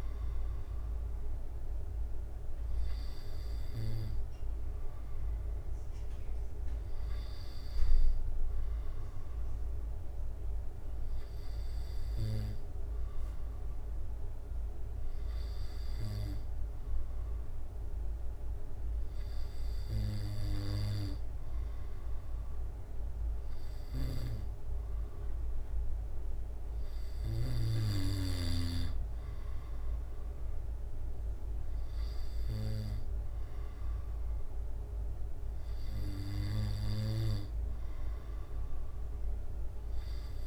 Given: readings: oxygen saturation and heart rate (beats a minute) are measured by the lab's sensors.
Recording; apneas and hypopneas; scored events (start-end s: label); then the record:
breathing in sleep by a room microphone; none
none scored
From the record:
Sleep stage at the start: N2 (light sleep); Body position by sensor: on the back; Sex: male